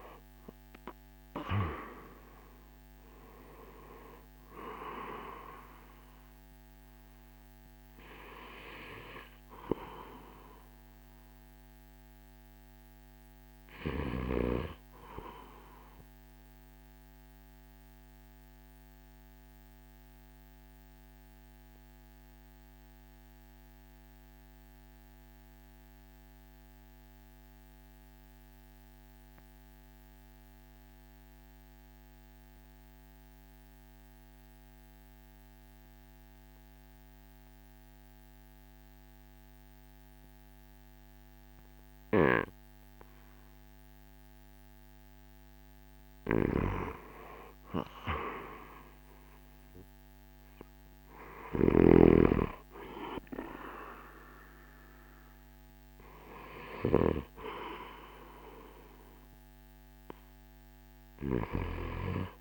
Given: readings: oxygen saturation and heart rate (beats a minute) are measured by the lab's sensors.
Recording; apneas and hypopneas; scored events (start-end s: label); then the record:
breathing in sleep by a microphone on the trachea; 1
0.00-14.50 s: drop in pulse transit time (device-marked, heart rate 55 extreme)
0.00-30.50 s: oxygen desaturation (device-marked, oxygen 84% lowest, heart rate 51 extreme)
16.00-43.50 s: obstructive apnea (oxygen 95% before, 84% lowest, heart rate 61 before, 53 extreme, up 6 after)
43.50-62.41 s: oxygen desaturation (device-marked, oxygen 98% before, 84% lowest, heart rate 54 before, 53 extreme)
45.50-50.50 s: arousal
49.50-62.41 s: drop in pulse transit time (device-marked, heart rate 55 before, 57 extreme)
From the record:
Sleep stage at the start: REM sleep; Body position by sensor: on the right side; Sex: male